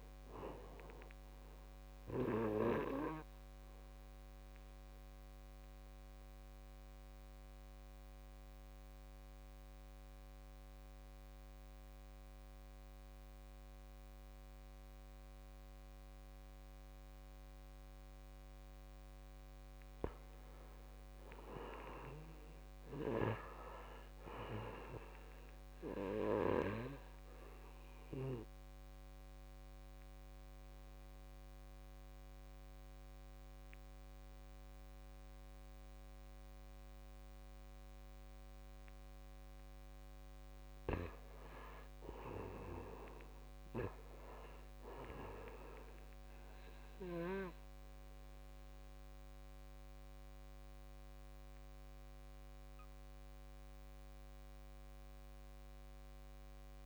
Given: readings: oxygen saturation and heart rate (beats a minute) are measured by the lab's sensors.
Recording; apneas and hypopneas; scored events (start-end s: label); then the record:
breathing in sleep by a microphone on the trachea; 2
2.50-17.50 s: obstructive apnea (oxygen 96% before, 86% lowest, heart rate 62 before, 57 extreme, up 9 after)
20.00-23.00 s: arousal
24.00-40.00 s: oxygen desaturation (device-marked, oxygen 95% before, 86% lowest, heart rate 60 before, 57 extreme)
27.00-39.00 s: obstructive apnea (oxygen 96% before, 86% lowest, heart rate 61 before, 57 extreme, up 9 after)
42.00-46.50 s: arousal
52.00-56.86 s: oxygen desaturation (device-marked, oxygen 96% before, 90% lowest, heart rate 62 before, 60 extreme)
From the record:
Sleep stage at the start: N2 (light sleep); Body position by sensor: on the back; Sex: male